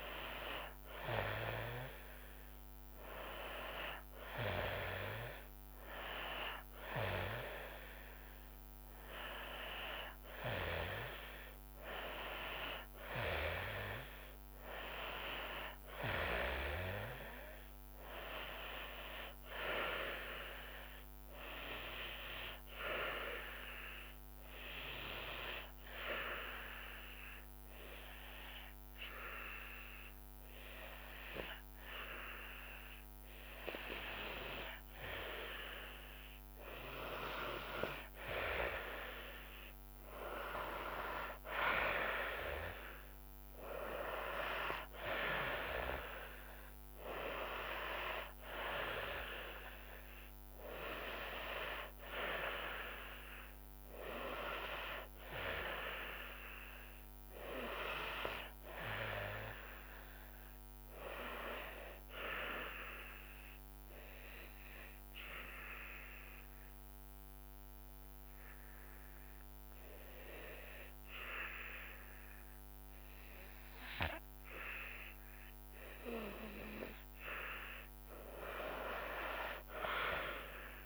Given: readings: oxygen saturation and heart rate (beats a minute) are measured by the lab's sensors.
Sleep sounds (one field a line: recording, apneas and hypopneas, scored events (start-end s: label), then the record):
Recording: breathing in sleep by a microphone on the trachea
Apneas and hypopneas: 2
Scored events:
24.00-35.50 s: hypopnea (oxygen 95% before, 85% lowest, heart rate 70 before, 63 extreme, up 12 after)
38.00-42.00 s: arousal
39.50-58.50 s: oxygen desaturation (device-marked, oxygen 93% before, 90% lowest, heart rate 69 before, 60 extreme)
40.50-65.50 s: drop in pulse transit time (device-marked, heart rate 69 before, 72 extreme)
63.00-76.50 s: obstructive apnea (oxygen 95% before, 85% lowest, heart rate 75 before, 60 extreme, up 25 after)
77.50-80.86 s: oxygen desaturation (device-marked, oxygen 93% before, 85% lowest, heart rate 68 before, 61 extreme)
From the record:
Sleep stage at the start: N2 (light sleep)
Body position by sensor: on the back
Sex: female